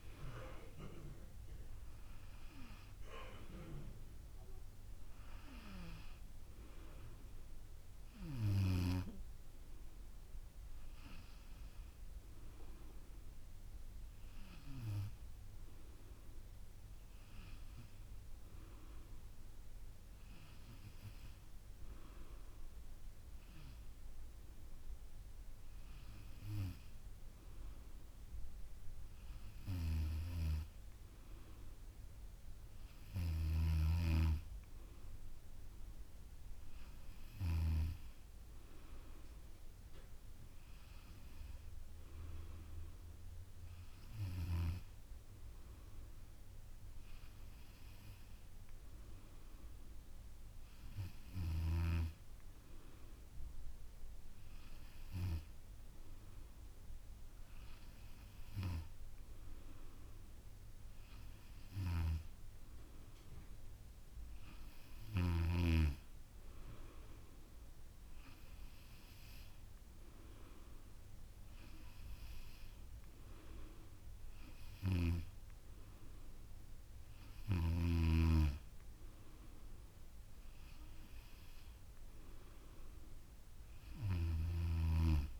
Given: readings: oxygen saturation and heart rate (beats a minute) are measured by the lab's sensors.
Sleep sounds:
breathing in sleep by a room microphone; none
none scored
From the record:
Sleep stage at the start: N2 (light sleep); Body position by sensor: on the back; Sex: female

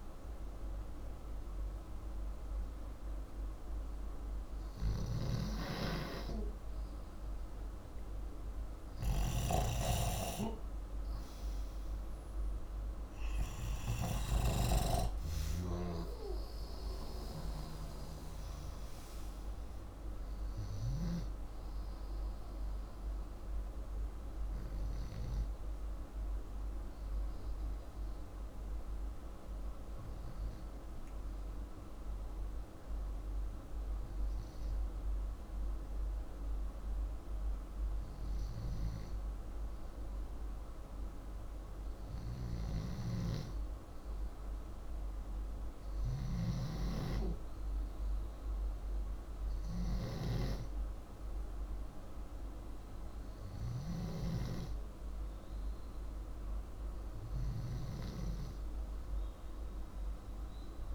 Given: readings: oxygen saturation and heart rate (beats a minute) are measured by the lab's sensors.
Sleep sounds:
breathing in sleep by a room microphone; 1
15.50-19.00 s: arousal
24.50-40.50 s: hypopnea (oxygen 95% before, 92% lowest, heart rate 159 before, 64 extreme)
42.00-53.50 s: snoring (device-marked)
43.00-46.00 s: arousal
51.50-60.95 s: oxygen desaturation (device-marked, oxygen 98% before, 94% lowest, heart rate 121 before, 50 extreme)
From the record:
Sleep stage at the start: N2 (light sleep); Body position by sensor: upright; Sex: male

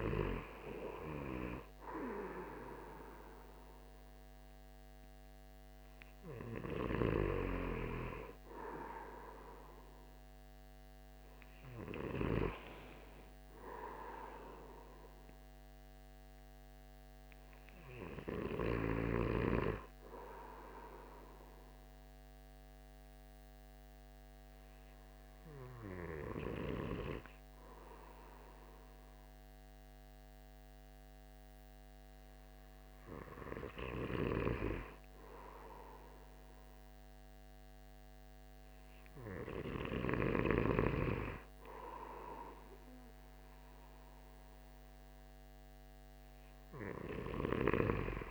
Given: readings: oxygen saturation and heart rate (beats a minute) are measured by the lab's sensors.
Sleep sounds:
breathing in sleep by a microphone on the trachea; 1
0.00-4.50 s: oxygen desaturation (device-marked, oxygen 93% lowest, heart rate 127 extreme)
21.50-35.00 s: hypopnea (oxygen 96% before, 95% lowest)
37.50-41.50 s: arousal
From the record:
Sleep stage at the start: N2 (light sleep); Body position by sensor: on the back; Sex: male

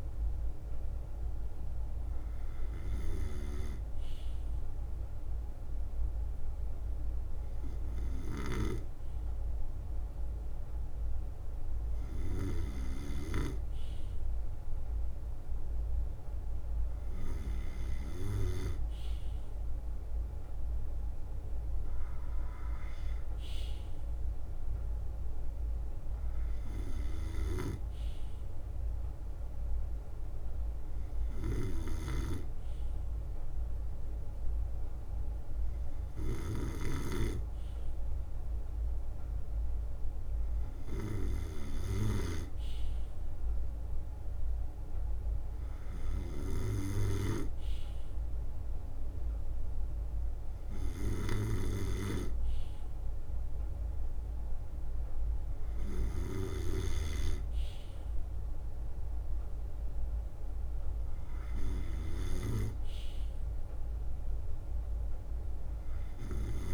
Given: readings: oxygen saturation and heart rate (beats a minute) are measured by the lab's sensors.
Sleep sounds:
breathing in sleep by a room microphone; none
0.00-2.00 s: leg movement (device-marked)
0.00-16.50 s: drop in pulse transit time (device-marked, heart rate 63 extreme)
6.50-11.00 s: leg movement (device-marked)
8.00-13.50 s: snoring (device-marked)
27.00-42.00 s: snoring (device-marked)
34.00-35.00 s: leg movement (device-marked)
43.00-44.50 s: leg movement (device-marked)
51.50-57.00 s: snoring (device-marked)
53.00-54.00 s: leg movement (device-marked)
From the record:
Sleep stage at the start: N2 (light sleep); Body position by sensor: on the right side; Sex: male

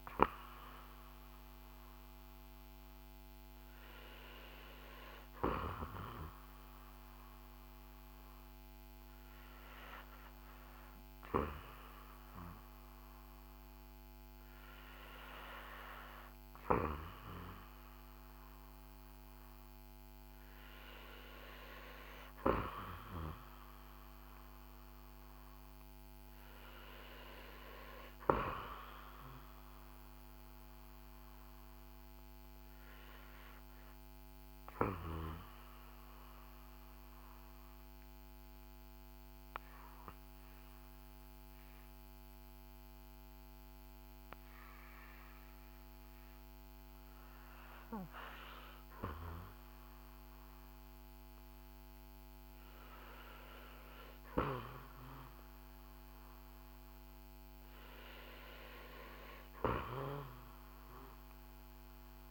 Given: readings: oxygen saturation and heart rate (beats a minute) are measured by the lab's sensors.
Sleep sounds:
breathing in sleep by a microphone on the trachea; 1
0.00-11.00 s: oxygen desaturation (device-marked, oxygen 84% lowest, heart rate 55 extreme)
32.00-54.00 s: obstructive apnea (oxygen 90% before, 85% lowest, heart rate 59 before, 53 extreme, up 12 after)
56.50-61.50 s: arousal
From the record:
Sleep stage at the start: REM sleep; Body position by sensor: on the back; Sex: male

